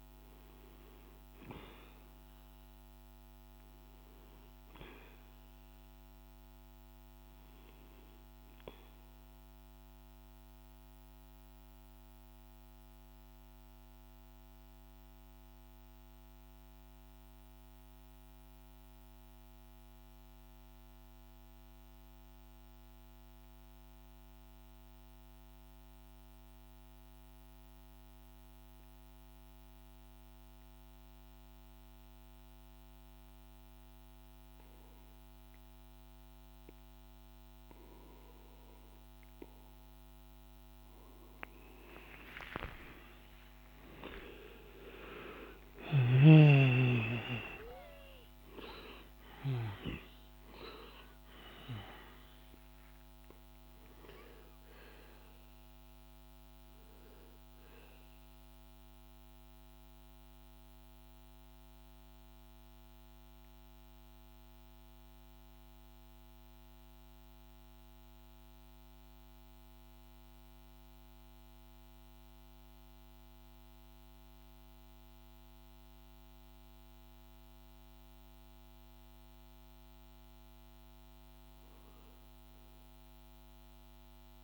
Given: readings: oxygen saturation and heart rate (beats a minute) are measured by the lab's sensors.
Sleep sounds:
breathing in sleep by a microphone on the trachea; 2
0.00-16.50 s: oxygen desaturation (device-marked, oxygen 93% lowest, heart rate 51 extreme)
9.50-37.00 s: mixed apnea (oxygen 98% before, 91% lowest, heart rate 54 before, 51 extreme, up 15 after)
34.50-59.50 s: oxygen desaturation (device-marked, oxygen 99% before, 91% lowest, heart rate 51 before, 53 extreme)
41.50-84.44 s: new sleep stage, N1 (lightest sleep)
42.00-47.50 s: arousal
59.00-79.50 s: central apnea (oxygen 98% before, 92% lowest, heart rate 64 before, 52 extreme)
61.50-69.50 s: oxygen desaturation (device-marked, oxygen 96% before, 92% lowest, heart rate 66 before, 52 extreme)
From the record:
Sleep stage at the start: REM sleep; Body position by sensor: on the back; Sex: male

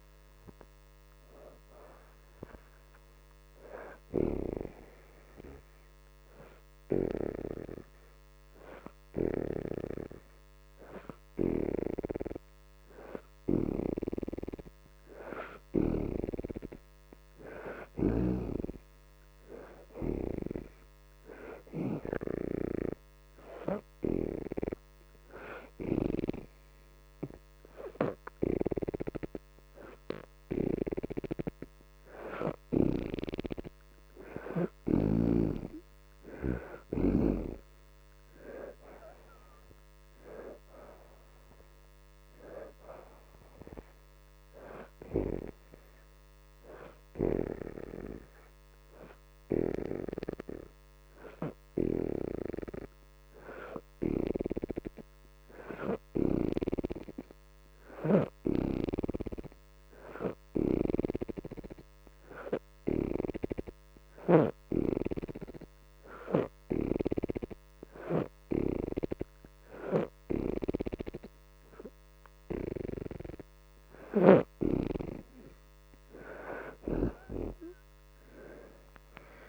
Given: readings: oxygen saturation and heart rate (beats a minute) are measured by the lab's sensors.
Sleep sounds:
breathing in sleep by a microphone on the trachea; 4
0.00-19.00 s: oxygen desaturation (device-marked, oxygen 65% lowest, heart rate 78 extreme)
4.00-14.50 s: hypopnea (oxygen 81% before, 63% lowest, heart rate 82 before, 78 extreme, up 3 after)
16.00-19.50 s: arousal
21.00-38.00 s: oxygen desaturation (device-marked, oxygen 81% before, 68% lowest, heart rate 81 before, 78 extreme)
21.50-32.00 s: hypopnea (oxygen 81% before, 63% lowest, heart rate 81 before, 79 extreme, up 0 after)
33.50-36.50 s: arousal
43.00-61.00 s: oxygen desaturation (device-marked, oxygen 73% before, 63% lowest, heart rate 82 before, 72 extreme)
44.00-54.00 s: hypopnea (oxygen 81% before, 60% lowest, heart rate 82 before, 72 extreme)
56.50-59.50 s: arousal
61.50-73.50 s: hypopnea (oxygen 73% before, 60% lowest, heart rate 81 before, 73 extreme, up 11 after)
72.00-79.49 s: oxygen desaturation (device-marked, oxygen 78% before, 60% lowest, heart rate 77 before, 77 extreme)
77.50-79.49 s: arousal
From the record:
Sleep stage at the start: N2 (light sleep); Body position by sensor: upright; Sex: female

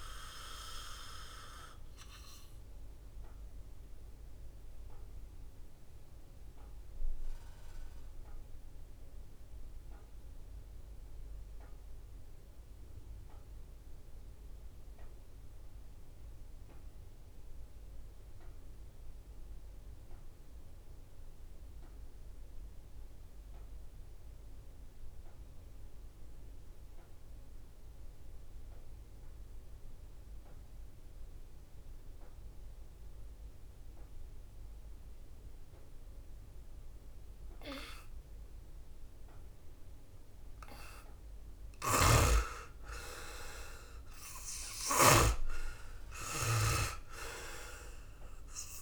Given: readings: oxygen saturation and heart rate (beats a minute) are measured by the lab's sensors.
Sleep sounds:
breathing in sleep by a room microphone; 1
0.00-15.50 s: oxygen desaturation (device-marked, oxygen 77% lowest, heart rate 55 extreme)
1.00-38.00 s: obstructive apnea (oxygen 98% before, 77% lowest, heart rate 66 before, 63 extreme, up 8 after)
30.50-48.82 s: oxygen desaturation (device-marked, oxygen 98% before, 80% lowest, heart rate 65 before, 64 extreme)
40.00-43.00 s: arousal
41.50-45.00 s: snoring (device-marked)
From the record:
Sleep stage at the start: N2 (light sleep); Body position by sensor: on the back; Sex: male

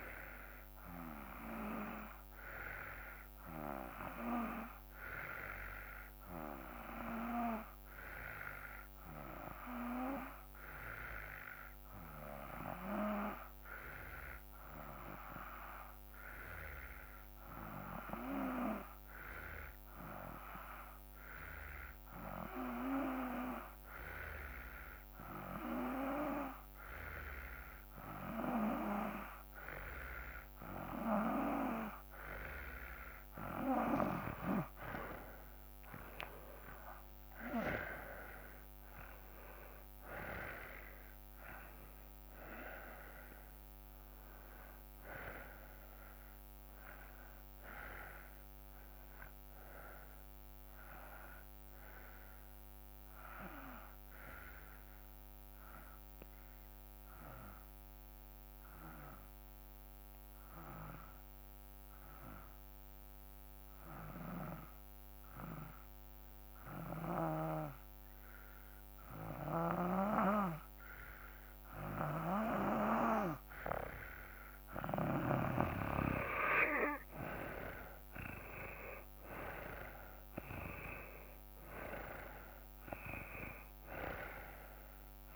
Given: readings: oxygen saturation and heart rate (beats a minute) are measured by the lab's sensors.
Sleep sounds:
breathing in sleep by a microphone on the trachea; 2
6.50-30.50 s: hypopnea (oxygen 93% before, 88% lowest, heart rate 58 before, 55 extreme, up 3 after)
36.00-40.50 s: arousal
54.50-72.50 s: obstructive apnea (oxygen 94% before, 86% lowest, heart rate 58 before, 54 extreme, up 6 after)
70.50-85.36 s: oxygen desaturation (device-marked, oxygen 96% before, 88% lowest, heart rate 55 before, 55 extreme)
76.00-80.00 s: arousal
From the record:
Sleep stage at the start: N2 (light sleep); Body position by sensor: on the back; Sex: male

